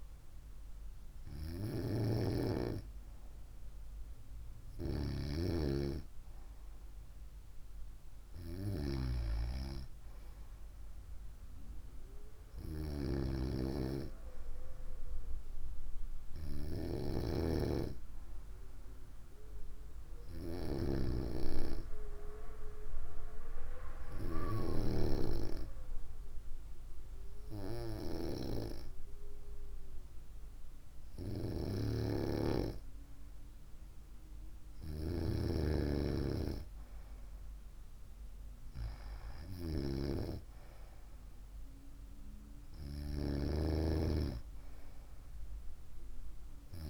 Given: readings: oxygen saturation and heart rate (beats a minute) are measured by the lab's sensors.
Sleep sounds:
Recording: breathing in sleep by a room microphone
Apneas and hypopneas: 1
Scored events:
21.50-32.50 s: hypopnea (oxygen 95% before, 94% lowest, heart rate 59 before, 57 extreme, up 5 after)
35.00-38.00 s: arousal
From the record:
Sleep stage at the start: N2 (light sleep)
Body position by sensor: on the right side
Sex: female

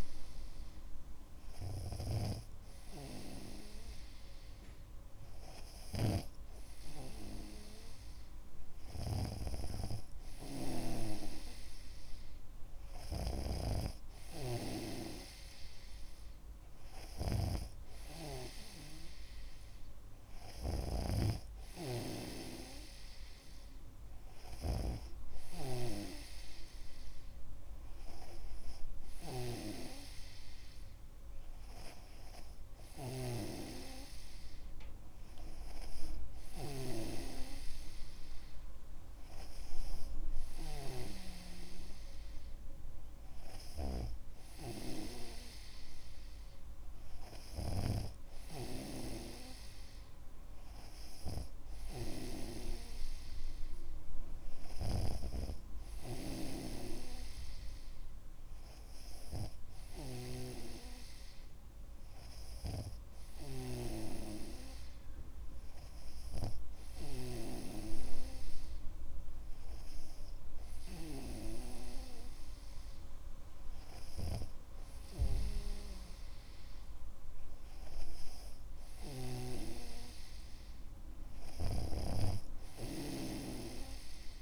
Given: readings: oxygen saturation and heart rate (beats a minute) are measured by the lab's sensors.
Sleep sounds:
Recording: breathing in sleep by a room microphone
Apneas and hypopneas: none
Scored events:
2.00-41.50 s: snoring (device-marked)
48.00-68.00 s: snoring (device-marked)
82.00-84.42 s: snoring (device-marked)
From the record:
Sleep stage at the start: N2 (light sleep)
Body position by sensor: on the back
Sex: male

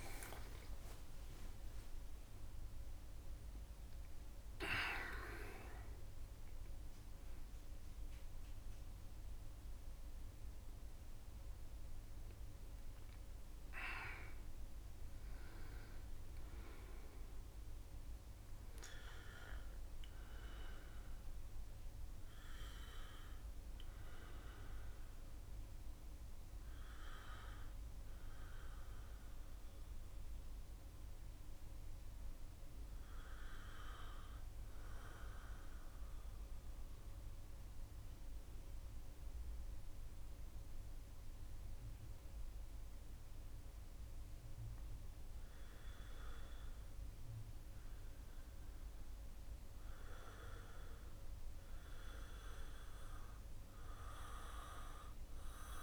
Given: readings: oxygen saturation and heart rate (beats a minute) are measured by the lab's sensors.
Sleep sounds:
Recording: a person partly awake in a sleep study, by a room microphone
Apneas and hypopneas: 1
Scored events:
0.00-11.50 s: oxygen desaturation (device-marked, oxygen 81% lowest, heart rate 65 extreme)
22.50-52.50 s: new sleep stage, N1 (lightest sleep)
25.50-35.50 s: oxygen desaturation (device-marked, oxygen 97% before, 91% lowest, heart rate 79 before, 61 extreme)
35.00-46.00 s: central apnea (oxygen 97% before, 89% lowest, heart rate 70 before, 61 extreme, up 5 after)
49.00-53.00 s: arousal
52.50-55.83 s: new sleep stage, N2 (light sleep)
53.50-55.83 s: oxygen desaturation (device-marked, oxygen 95% before, 90% lowest, heart rate 64 before, 63 extreme)
From the record:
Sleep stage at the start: awake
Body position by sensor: on the back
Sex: male

